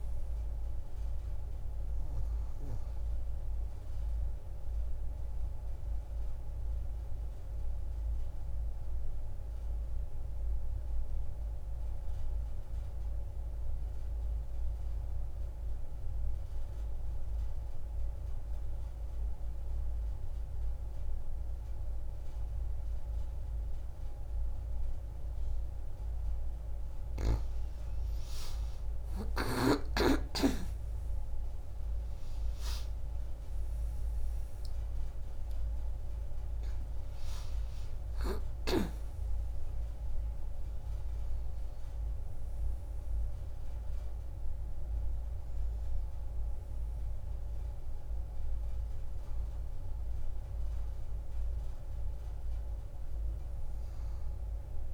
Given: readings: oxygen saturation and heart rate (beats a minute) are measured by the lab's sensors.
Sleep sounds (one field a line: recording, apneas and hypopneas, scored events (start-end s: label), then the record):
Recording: breathing in sleep by a room microphone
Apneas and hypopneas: 1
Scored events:
0.00-15.50 s: oxygen desaturation (device-marked, oxygen 91% lowest)
4.50-27.00 s: obstructive apnea (oxygen 96% before, 89% lowest)
28.50-54.94 s: oxygen desaturation (device-marked, oxygen 98% before, 89% lowest)
34.00-37.50 s: arousal
From the record:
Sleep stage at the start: N2 (light sleep)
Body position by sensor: on the back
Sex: female